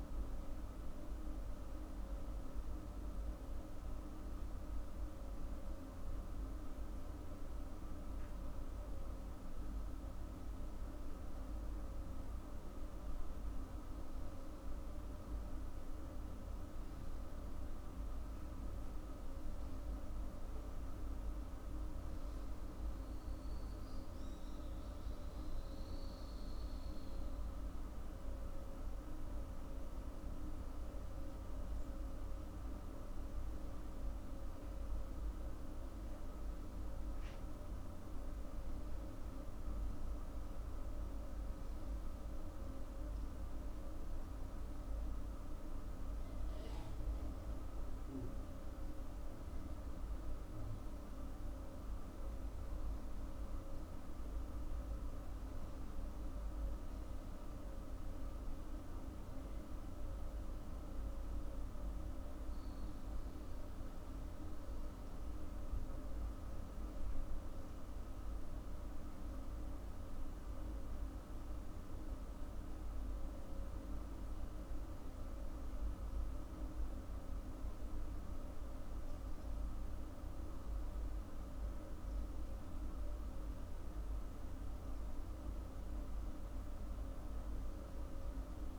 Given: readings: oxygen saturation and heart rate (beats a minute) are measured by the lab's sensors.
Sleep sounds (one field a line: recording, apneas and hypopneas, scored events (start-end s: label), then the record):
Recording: breathing in sleep, hard to hear, by a room microphone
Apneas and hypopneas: none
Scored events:
none scored
From the record:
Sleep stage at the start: N1 (lightest sleep)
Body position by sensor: on the back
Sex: female